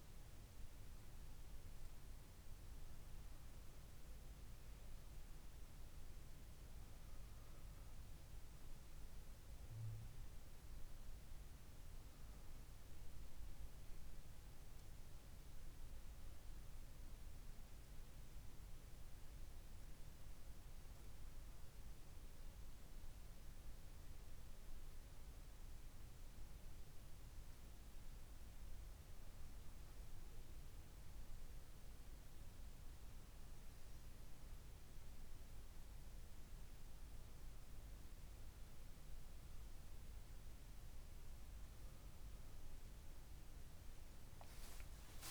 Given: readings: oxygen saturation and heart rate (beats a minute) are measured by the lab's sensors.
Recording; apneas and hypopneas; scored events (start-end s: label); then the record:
a person awake in a sleep study, hard to hear, by a room microphone; none
none scored
From the record:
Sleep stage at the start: awake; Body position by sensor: on the back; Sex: female